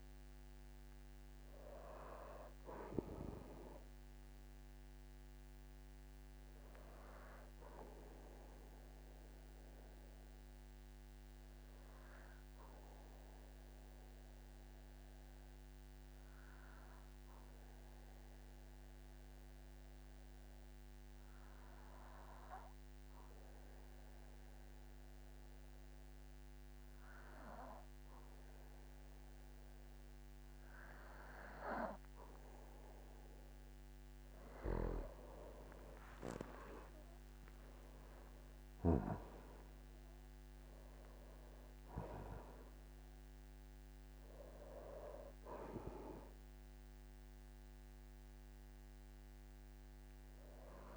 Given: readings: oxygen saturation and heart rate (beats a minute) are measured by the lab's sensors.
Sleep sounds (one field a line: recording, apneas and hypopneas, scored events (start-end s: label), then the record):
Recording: breathing in sleep by a microphone on the trachea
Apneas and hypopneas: 1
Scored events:
0.00-18.00 s: oxygen desaturation (device-marked, oxygen 94% lowest, heart rate 45 extreme)
8.00-32.50 s: obstructive apnea (oxygen 99% before, 92% lowest, heart rate 54 before, 45 extreme, up 25 after)
33.00-50.97 s: oxygen desaturation (device-marked, oxygen 99% before, 92% lowest, heart rate 47 before, 45 extreme)
36.00-38.00 s: long interval between heartbeats (device-marked, heart rate 47 before, 61 extreme)
37.00-41.00 s: arousal
From the record:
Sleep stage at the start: N2 (light sleep)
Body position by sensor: on the back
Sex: male